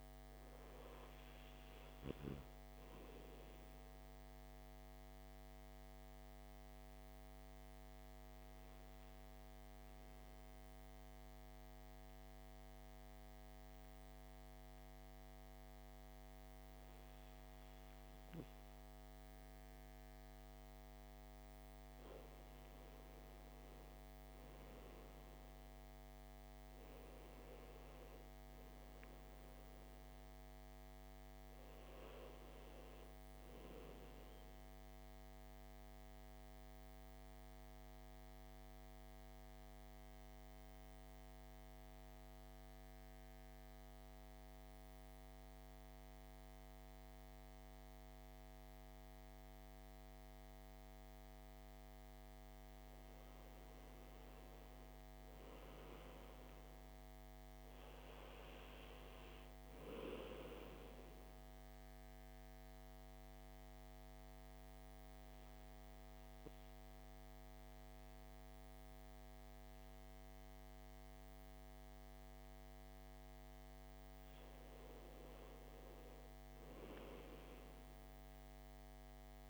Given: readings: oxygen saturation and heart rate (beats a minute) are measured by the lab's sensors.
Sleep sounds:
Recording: breathing in sleep, hard to hear, by a microphone on the trachea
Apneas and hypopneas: 3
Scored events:
1.00-16.00 s: oxygen desaturation (device-marked, oxygen 99% before, 92% lowest, heart rate 55 before, 53 extreme)
1.00-20.50 s: obstructive apnea (oxygen 99% before, 92% lowest, heart rate 55 before, 53 extreme, up 7 after)
22.00-25.00 s: arousal
33.00-50.00 s: oxygen desaturation (device-marked, oxygen 97% before, 92% lowest, heart rate 59 before, 52 extreme)
35.00-52.50 s: central apnea (oxygen 97% before, 92% lowest, heart rate 60 before, 52 extreme, up 7 after)
54.00-57.00 s: arousal
57.00-79.00 s: oxygen desaturation (device-marked, oxygen 99% before, 92% lowest, heart rate 55 before, 52 extreme)
61.50-74.00 s: obstructive apnea (oxygen 99% before, 91% lowest, heart rate 56 before, 52 extreme, up 7 after)
76.50-79.50 s: arousal
From the record:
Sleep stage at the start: N2 (light sleep)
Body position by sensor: on the back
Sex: male

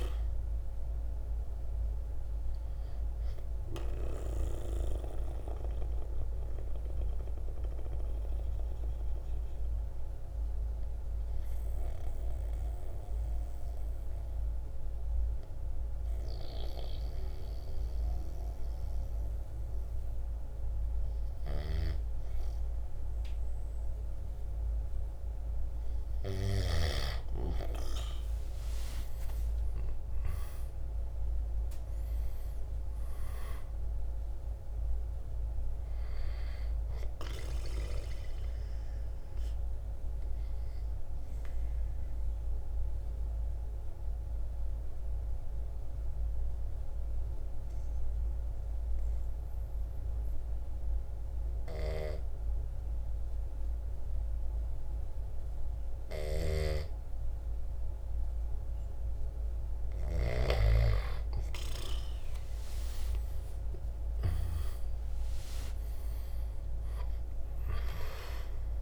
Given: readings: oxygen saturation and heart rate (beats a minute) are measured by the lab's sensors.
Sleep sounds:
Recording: breathing in sleep by a room microphone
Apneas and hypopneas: 2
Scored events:
0.00-9.00 s: drop in pulse transit time (device-marked, heart rate 53 extreme)
0.00-22.00 s: oxygen desaturation (device-marked, oxygen 91% lowest, heart rate 52 extreme)
4.50-24.00 s: obstructive apnea (oxygen 97% before, 87% lowest, heart rate 58 before, 52 extreme, up 7 after)
25.50-29.00 s: arousal
31.00-56.00 s: oxygen desaturation (device-marked, oxygen 98% before, 90% lowest, heart rate 54 before, 52 extreme)
32.00-43.00 s: drop in pulse transit time (device-marked, heart rate 55 before, 54 extreme)
37.50-58.50 s: obstructive apnea (oxygen 98% before, 87% lowest, heart rate 56 before, 52 extreme, up 8 after)
55.50-64.00 s: snoring (device-marked)
61.50-65.50 s: arousal
62.00-68.82 s: oxygen desaturation (device-marked, oxygen 97% before, 87% lowest, heart rate 53 before, 51 extreme)
65.00-68.82 s: drop in pulse transit time (device-marked, heart rate 54 before, 55 extreme)
From the record:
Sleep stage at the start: N2 (light sleep)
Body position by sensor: on the right side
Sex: male

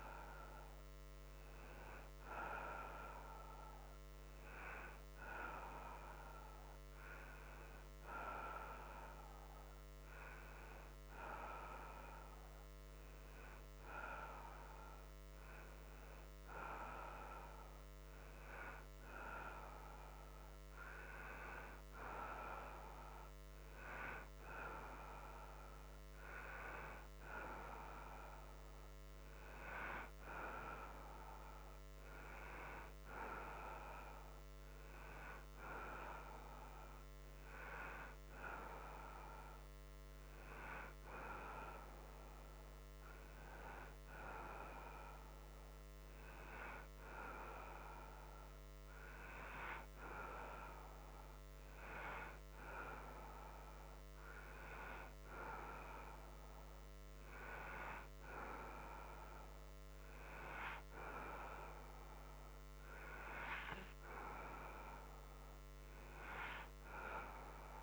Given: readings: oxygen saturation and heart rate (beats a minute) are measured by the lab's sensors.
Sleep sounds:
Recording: breathing in sleep by a microphone on the trachea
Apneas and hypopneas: none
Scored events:
none scored
From the record:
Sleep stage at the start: N2 (light sleep)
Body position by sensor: upright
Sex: male

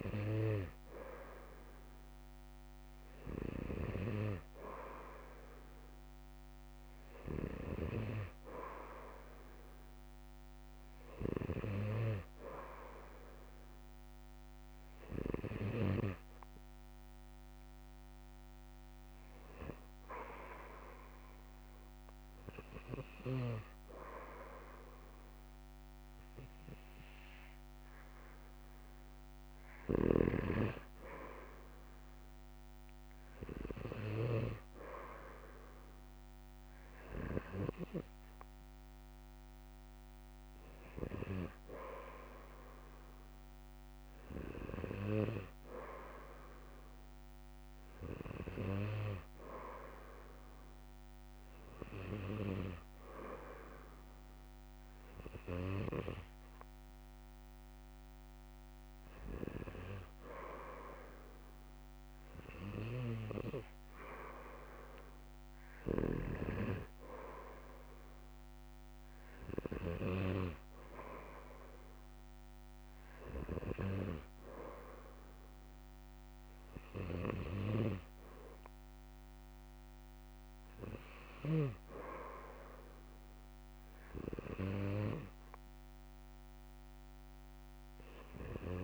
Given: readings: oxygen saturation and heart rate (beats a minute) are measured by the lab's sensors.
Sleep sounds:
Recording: breathing in sleep by a microphone on the trachea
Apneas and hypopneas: none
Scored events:
30.00-34.50 s: snoring (device-marked)
From the record:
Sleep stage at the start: N2 (light sleep)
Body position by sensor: on the back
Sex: male

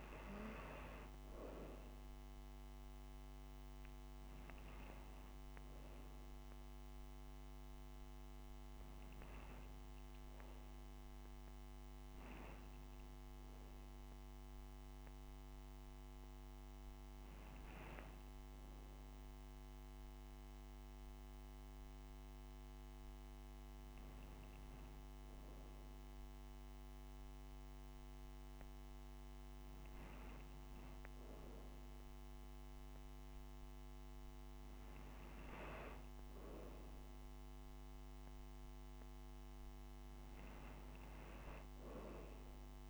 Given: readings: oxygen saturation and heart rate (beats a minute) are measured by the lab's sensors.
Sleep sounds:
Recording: breathing in sleep by a microphone on the trachea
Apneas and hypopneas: none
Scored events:
none scored
From the record:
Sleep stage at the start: N2 (light sleep)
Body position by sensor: on the right side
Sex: female

